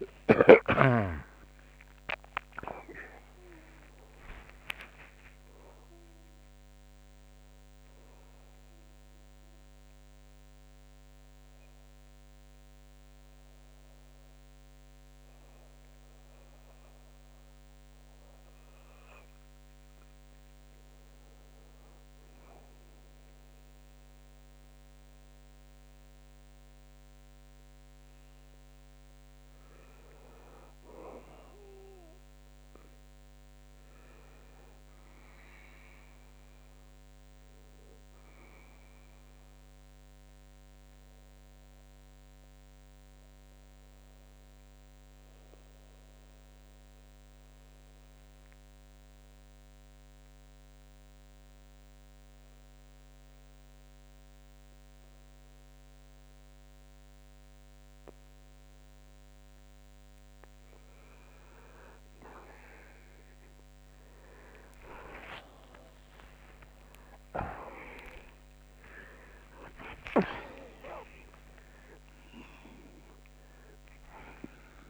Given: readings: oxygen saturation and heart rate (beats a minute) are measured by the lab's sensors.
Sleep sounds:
a person partly awake in a sleep study, by a microphone on the trachea; 2
9.50-20.50 s: central apnea (oxygen 92% before, 89% lowest, heart rate 90 before, 68 extreme)
26.00-56.00 s: new sleep stage, N2 (light sleep)
26.50-32.00 s: arousal
40.00-60.00 s: hypopnea (oxygen 91% before, 89% lowest, heart rate 77 before, 64 extreme)
56.00-74.90 s: new sleep stage, awake
From the record:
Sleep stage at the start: N1 (lightest sleep); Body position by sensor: on the back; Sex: male

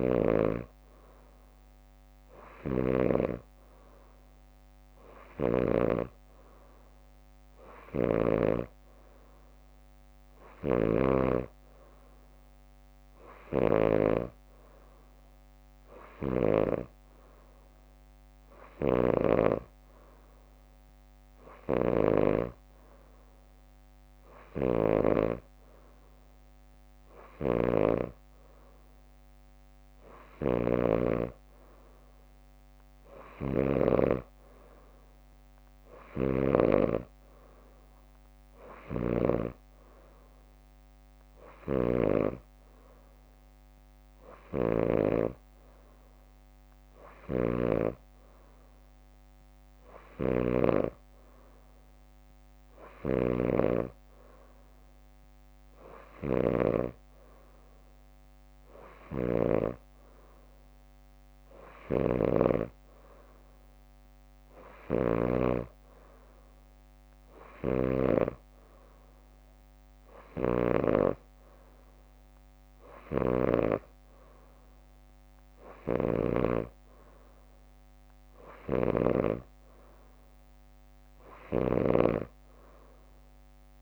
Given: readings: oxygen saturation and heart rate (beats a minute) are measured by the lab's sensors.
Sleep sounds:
breathing in sleep by a microphone on the trachea; none
0.00-6.00 s: snoring (device-marked)
8.00-11.50 s: snoring (device-marked)
11.00-22.00 s: drop in pulse transit time (device-marked, heart rate 63 before, 60 extreme)
18.50-20.00 s: leg movement (device-marked)
24.00-26.00 s: bradycardia (device-marked, heart rate 62 before, 61 extreme)
27.50-31.00 s: snoring (device-marked)
33.00-34.50 s: leg movement (device-marked)
36.50-37.00 s: leg movement (device-marked)
44.50-46.00 s: leg movement (device-marked)
47.50-51.00 s: snoring (device-marked)
62.00-65.50 s: snoring (device-marked)
65.00-75.00 s: drop in pulse transit time (device-marked, heart rate 62 before, 62 extreme)
76.00-79.50 s: snoring (device-marked)
78.50-80.00 s: leg movement (device-marked)
81.50-83.82 s: snoring (device-marked)
From the record:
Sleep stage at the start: N3 (deep sleep); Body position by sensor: on the back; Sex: female

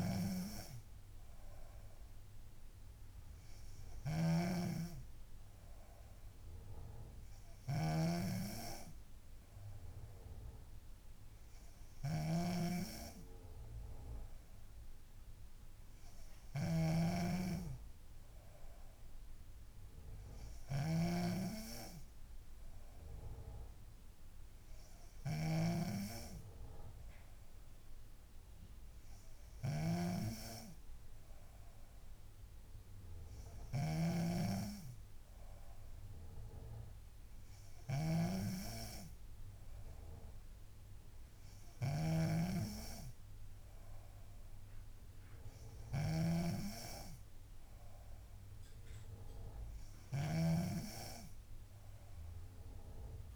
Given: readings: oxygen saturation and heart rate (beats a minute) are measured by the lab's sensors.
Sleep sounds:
breathing in sleep by a room microphone; none
0.00-53.36 s: snoring (device-marked)
From the record:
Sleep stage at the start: N3 (deep sleep); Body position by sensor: on the back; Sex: female

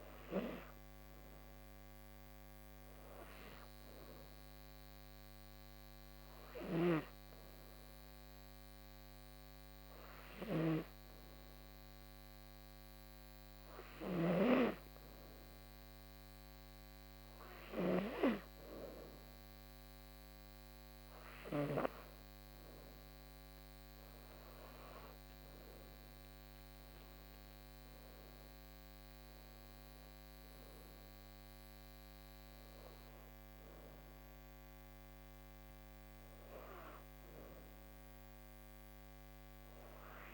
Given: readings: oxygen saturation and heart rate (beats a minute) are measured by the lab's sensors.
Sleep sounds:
breathing in sleep by a microphone on the trachea; 1
5.00-17.50 s: hypopnea (oxygen 95% before, 90% lowest, heart rate 84 before, 78 extreme, up 6 after)
From the record:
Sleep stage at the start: N2 (light sleep); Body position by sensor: on the back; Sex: female

